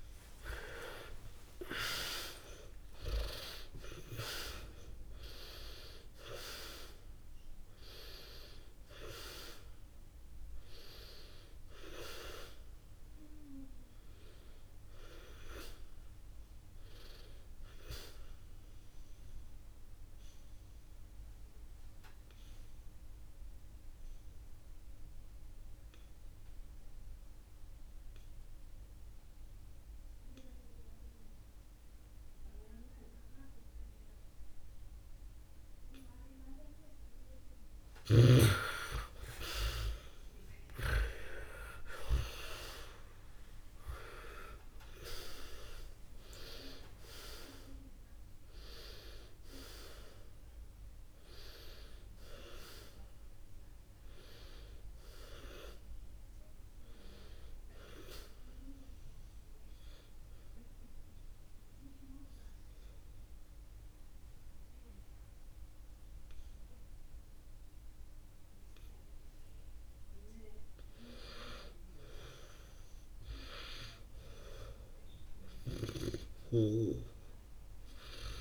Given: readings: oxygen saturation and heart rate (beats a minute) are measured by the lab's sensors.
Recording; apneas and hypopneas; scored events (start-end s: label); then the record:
breathing in sleep by a room microphone; 2
0.00-3.00 s: arousal
1.50-3.50 s: long interval between heartbeats (device-marked, heart rate 74 before, 92 extreme)
6.50-24.50 s: oxygen desaturation (device-marked, oxygen 99% before, 84% lowest, heart rate 80 before, 54 extreme)
19.00-38.00 s: obstructive apnea (oxygen 99% before, 81% lowest, heart rate 78 before, 54 extreme, up 7 after)
39.50-61.50 s: oxygen desaturation (device-marked, oxygen 98% before, 81% lowest, heart rate 64 before, 61 extreme)
40.00-44.00 s: arousal
59.50-70.50 s: obstructive apnea (oxygen 98% before, 82% lowest, heart rate 65 before, 62 extreme)
72.00-76.00 s: arousal
From the record:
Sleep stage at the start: N2 (light sleep); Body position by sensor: on the back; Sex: male